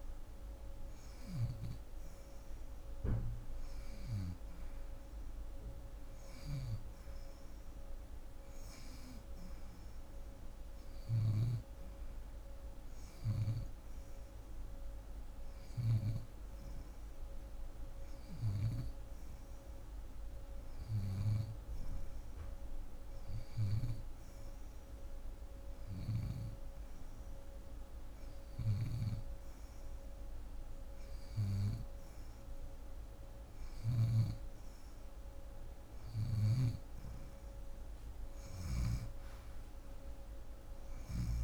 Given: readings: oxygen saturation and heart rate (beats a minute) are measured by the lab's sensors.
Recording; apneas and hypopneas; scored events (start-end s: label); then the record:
breathing in sleep by a room microphone; 1
0.00-3.00 s: arousal
10.00-29.50 s: hypopnea (oxygen 91% before, 89% lowest)
10.50-15.50 s: snoring (device-marked)
28.00-33.50 s: snoring (device-marked)
32.00-36.50 s: arousal
From the record:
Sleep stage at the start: N2 (light sleep); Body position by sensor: on the left side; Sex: female